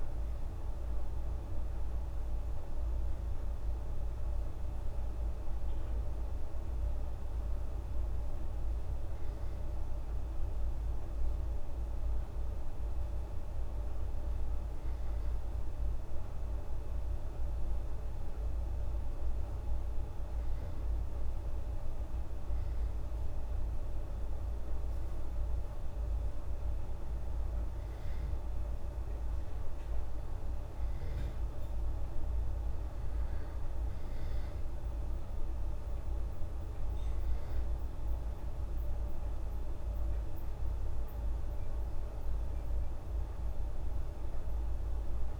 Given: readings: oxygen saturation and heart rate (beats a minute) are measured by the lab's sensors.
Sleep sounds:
breathing in sleep, hard to hear, by a room microphone; none
none scored
From the record:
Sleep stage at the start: N2 (light sleep); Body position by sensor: on the back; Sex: female

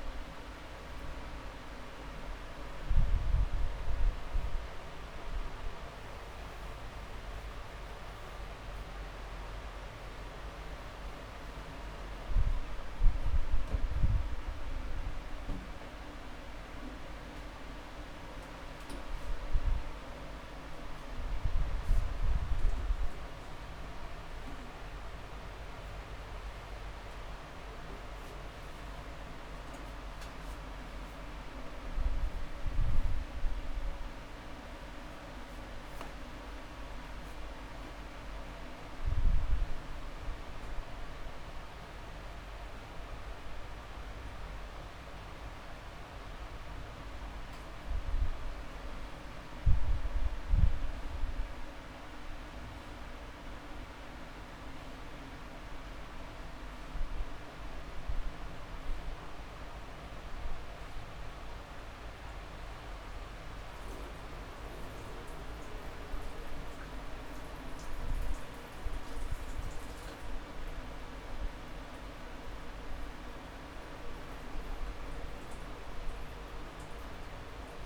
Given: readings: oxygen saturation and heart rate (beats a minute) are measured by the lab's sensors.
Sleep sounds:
breathing in sleep, hard to hear, by a room microphone; 1
0.00-11.00 s: oxygen desaturation (device-marked, oxygen 95% lowest)
4.00-6.00 s: long interval between heartbeats (device-marked)
10.00-21.50 s: hypopnea (oxygen 99% before, 94% lowest)
15.00-17.00 s: long interval between heartbeats (device-marked)
19.00-28.00 s: drop in pulse transit time (device-marked)
24.00-27.50 s: arousal
26.50-28.50 s: long interval between heartbeats (device-marked)
40.00-44.00 s: drop in pulse transit time (device-marked)
40.50-42.50 s: long interval between heartbeats (device-marked)
43.00-45.00 s: long interval between heartbeats (device-marked)
47.50-49.50 s: long interval between heartbeats (device-marked)
53.00-55.00 s: long interval between heartbeats (device-marked, heart rate 39 before, 47 extreme)
54.00-61.00 s: drop in pulse transit time (device-marked, heart rate 40 before, 26 extreme)
59.50-61.50 s: long interval between heartbeats (device-marked, heart rate 45 before, 27 extreme)
73.00-77.86 s: drop in pulse transit time (device-marked)
From the record:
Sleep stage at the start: N2 (light sleep); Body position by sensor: on the back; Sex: male

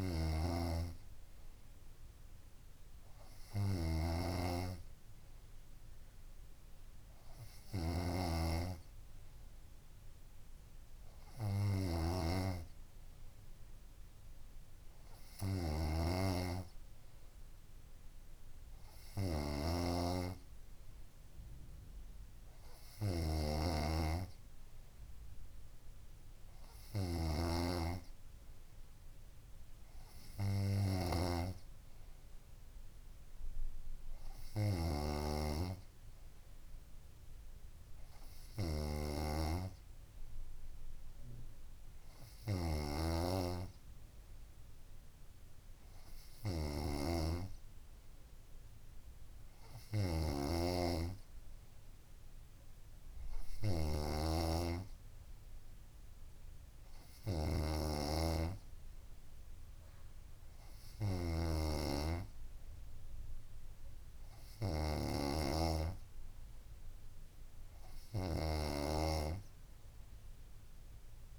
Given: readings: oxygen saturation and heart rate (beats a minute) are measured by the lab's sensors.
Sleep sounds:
breathing in sleep by a room microphone; none
0.00-71.39 s: snoring (device-marked)
From the record:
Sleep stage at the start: N3 (deep sleep); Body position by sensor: on the front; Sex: female

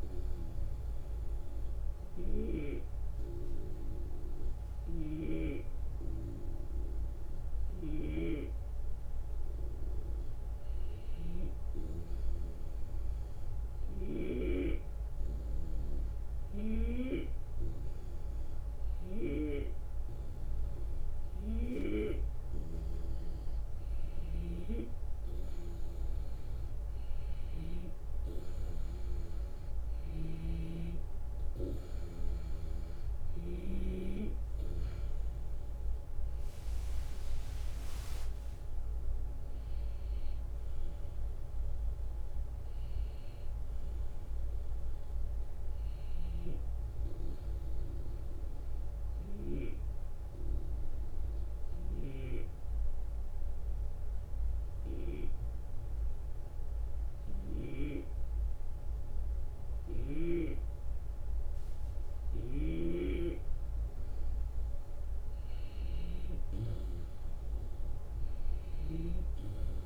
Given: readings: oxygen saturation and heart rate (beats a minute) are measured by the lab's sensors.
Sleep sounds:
breathing in sleep by a room microphone; 2
0.00-27.50 s: snoring (device-marked)
12.00-24.00 s: hypopnea (oxygen 95% before, 92% lowest, heart rate 78 before, 76 extreme, up 4 after)
27.50-31.50 s: arousal
29.50-33.50 s: snoring (device-marked)
47.50-64.00 s: obstructive apnea (oxygen 94% before, 91% lowest, heart rate 81 before, 74 extreme, up 4 after)
62.00-69.86 s: snoring (device-marked)
66.50-69.86 s: arousal
From the record:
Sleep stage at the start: N2 (light sleep); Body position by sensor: on the back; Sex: male

